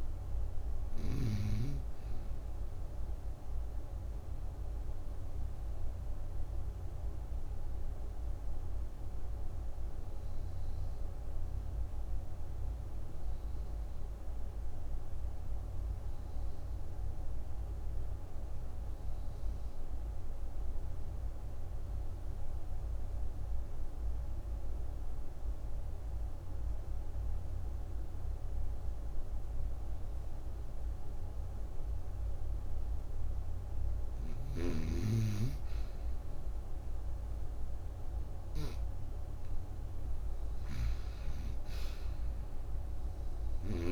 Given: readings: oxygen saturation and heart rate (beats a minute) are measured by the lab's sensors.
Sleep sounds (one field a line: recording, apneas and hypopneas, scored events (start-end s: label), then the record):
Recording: breathing in sleep, hard to hear, by a room microphone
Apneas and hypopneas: 1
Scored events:
0.00-1.00 s: snoring (device-marked)
0.00-24.00 s: oxygen desaturation (device-marked, oxygen 85% lowest, heart rate 56 extreme)
3.00-33.00 s: obstructive apnea (oxygen 97% before, 84% lowest, heart rate 67 before, 56 extreme, up 12 after)
35.00-38.00 s: arousal
40.00-43.92 s: oxygen desaturation (device-marked, oxygen 97% before, 84% lowest, heart rate 59 before, 56 extreme)
From the record:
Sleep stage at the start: N2 (light sleep)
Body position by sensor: on the right side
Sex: female